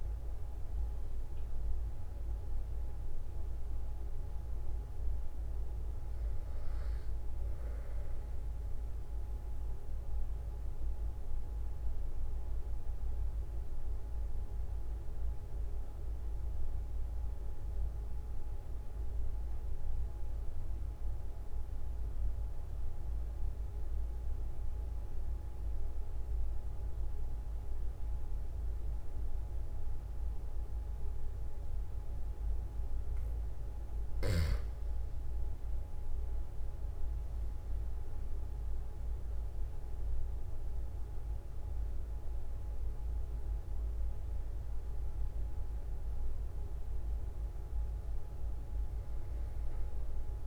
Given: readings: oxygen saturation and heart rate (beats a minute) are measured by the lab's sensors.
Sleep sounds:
breathing in sleep, hard to hear, by a room microphone; 1
9.50-33.00 s: obstructive apnea (oxygen 97% before, 93% lowest, heart rate 46 before, 43 extreme, up 3 after)
35.50-39.50 s: arousal
From the record:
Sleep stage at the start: N2 (light sleep); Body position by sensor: on the back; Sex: male

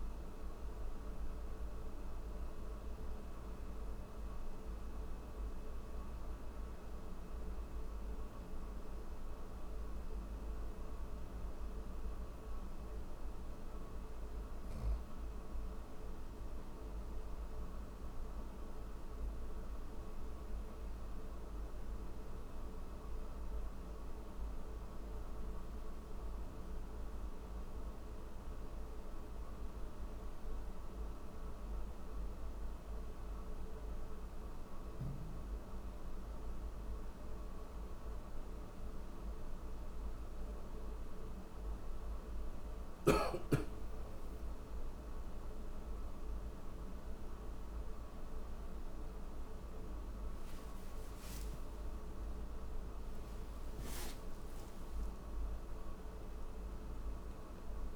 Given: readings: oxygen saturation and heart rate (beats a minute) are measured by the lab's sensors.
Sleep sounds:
breathing in sleep, hard to hear, by a room microphone; none
none scored
From the record:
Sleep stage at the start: N1 (lightest sleep); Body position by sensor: on the back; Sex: male

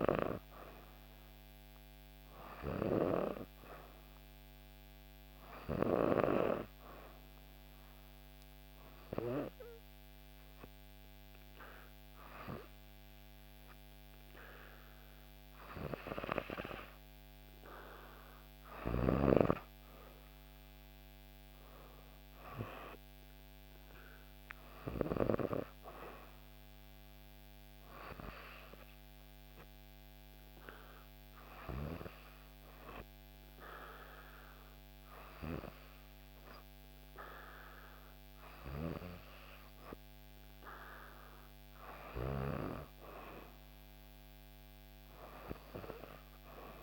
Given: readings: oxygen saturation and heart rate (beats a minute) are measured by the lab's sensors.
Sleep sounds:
breathing in sleep by a microphone on the trachea; 1
5.50-17.50 s: hypopnea (oxygen 95% before, 91% lowest, heart rate 65 before, 63 extreme, up 5 after)
19.00-23.00 s: arousal
From the record:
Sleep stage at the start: N2 (light sleep); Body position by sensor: on the back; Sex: female

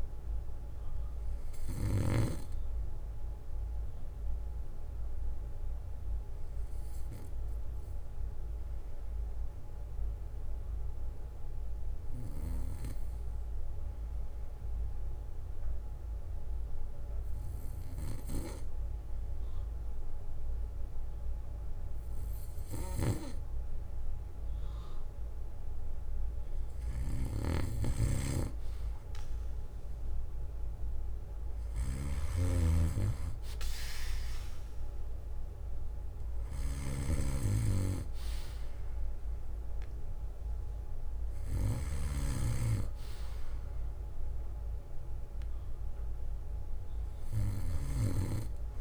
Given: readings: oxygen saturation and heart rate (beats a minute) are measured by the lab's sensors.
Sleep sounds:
breathing in sleep by a room microphone; 1
5.00-22.00 s: obstructive apnea (oxygen 96% before, 92% lowest, heart rate 62 before, 55 extreme, up 5 after)
17.00-19.00 s: bradycardia (device-marked, heart rate 60 before, 60 extreme)
20.00-25.00 s: bradycardia (device-marked, heart rate 60 before, 55 extreme)
23.50-27.50 s: arousal
28.00-33.00 s: snoring (device-marked)
41.00-48.81 s: bradycardia (device-marked, heart rate 60 before, 58 extreme)
From the record:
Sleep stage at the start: N2 (light sleep); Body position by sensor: on the back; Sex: male

